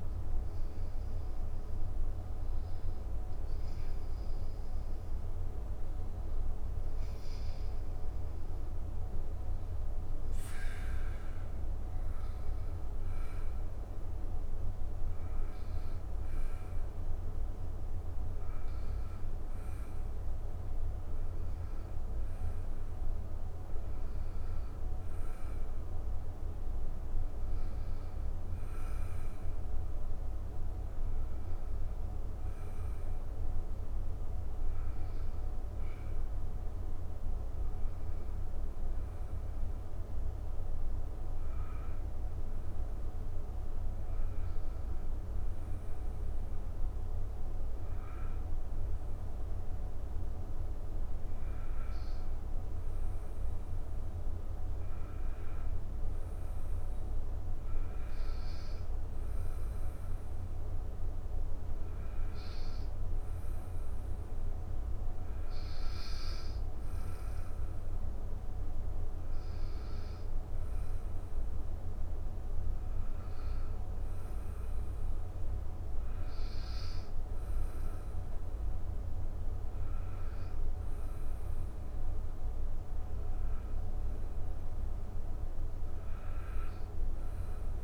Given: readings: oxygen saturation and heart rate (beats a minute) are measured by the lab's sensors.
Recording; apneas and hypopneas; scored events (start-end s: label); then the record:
breathing in sleep, hard to hear, by a room microphone; none
0.00-4.50 s: arousal
From the record:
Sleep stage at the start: N1 (lightest sleep); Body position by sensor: on the back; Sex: male